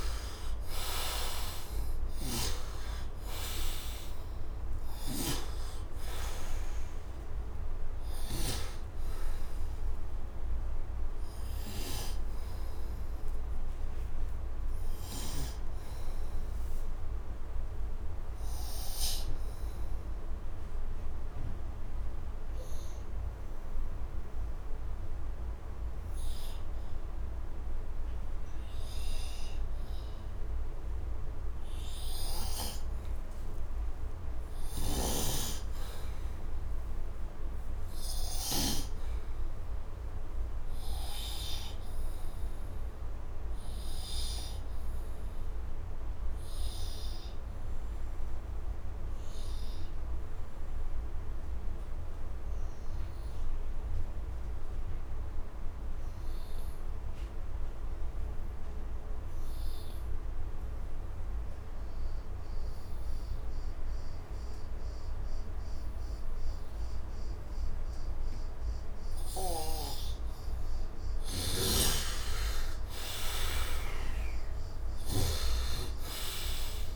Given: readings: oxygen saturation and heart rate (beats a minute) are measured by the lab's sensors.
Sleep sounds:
breathing in sleep by a room microphone; 2
0.00-1.50 s: arousal
0.00-25.00 s: oxygen desaturation (device-marked, oxygen 69% lowest, heart rate 71 extreme)
1.50-8.00 s: snoring (device-marked)
17.00-29.50 s: obstructive apnea (oxygen 93% before, 69% lowest, heart rate 75 before, 69 extreme, up 5 after)
32.00-35.50 s: arousal
41.00-52.00 s: oxygen desaturation (device-marked, oxygen 98% before, 90% lowest, heart rate 76 before, 69 extreme)
43.00-67.50 s: obstructive apnea (oxygen 100% before, 75% lowest, heart rate 76 before, 66 extreme, up 4 after)
61.00-76.96 s: oxygen desaturation (device-marked, oxygen 96% before, 76% lowest, heart rate 73 before, 66 extreme)
69.00-75.00 s: snoring (device-marked)
72.00-76.00 s: arousal
From the record:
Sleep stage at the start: N2 (light sleep); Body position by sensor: on the right side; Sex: male

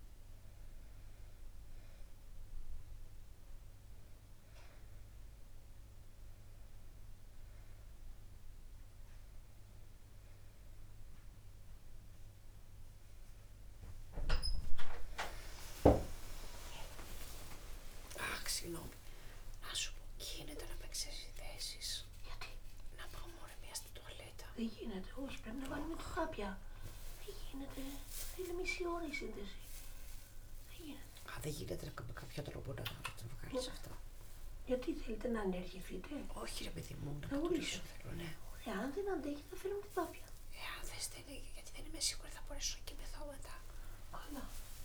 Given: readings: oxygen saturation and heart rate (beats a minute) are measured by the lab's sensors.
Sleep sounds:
a person awake in a sleep study, by a room microphone; none
8.50-31.50 s: oxygen desaturation (device-marked, oxygen 99% before, 96% lowest, heart rate 75 before, 77 extreme)
From the record:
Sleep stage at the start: awake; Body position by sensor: on the back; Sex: female

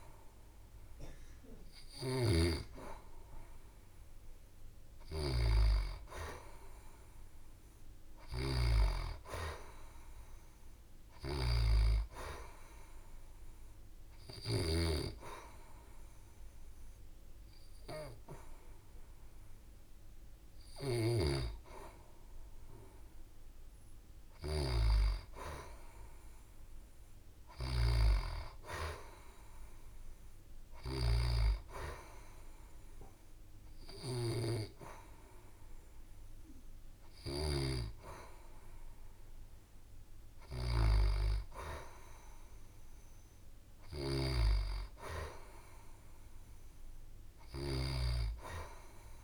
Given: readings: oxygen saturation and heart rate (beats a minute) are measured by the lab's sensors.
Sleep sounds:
breathing in sleep by a room microphone; 1
13.00-23.00 s: hypopnea (oxygen 94% before, 91% lowest, heart rate 71 before, 69 extreme, up 2 after)
25.50-29.50 s: arousal
32.50-44.50 s: oxygen desaturation (device-marked, oxygen 94% before, 91% lowest, heart rate 71 before, 69 extreme)
From the record:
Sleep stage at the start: N2 (light sleep); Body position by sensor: on the back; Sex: female

